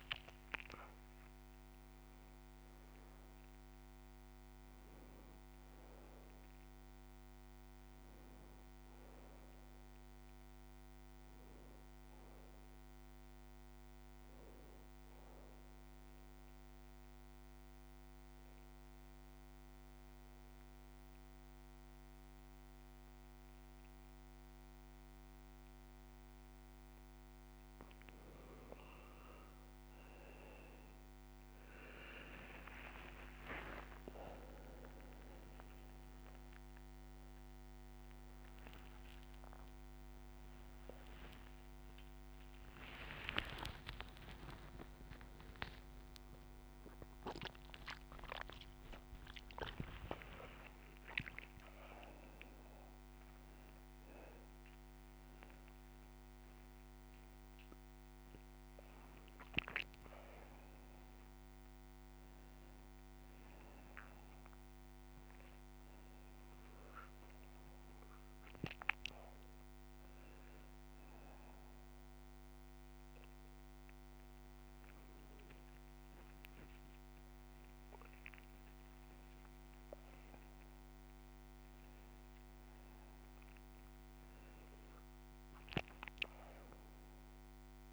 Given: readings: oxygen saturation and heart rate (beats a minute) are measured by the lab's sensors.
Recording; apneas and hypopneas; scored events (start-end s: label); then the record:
a person partly awake in a sleep study, by a microphone on the trachea; 1
0.00-19.00 s: oxygen desaturation (device-marked, oxygen 89% lowest)
15.50-26.50 s: obstructive apnea (oxygen 98% before, 91% lowest)
31.00-61.00 s: new sleep stage, awake
33.00-43.00 s: oxygen desaturation (device-marked, oxygen 97% before, 91% lowest)
61.00-87.93 s: new sleep stage, N1 (lightest sleep)
From the record:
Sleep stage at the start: N2 (light sleep); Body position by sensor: on the right side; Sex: male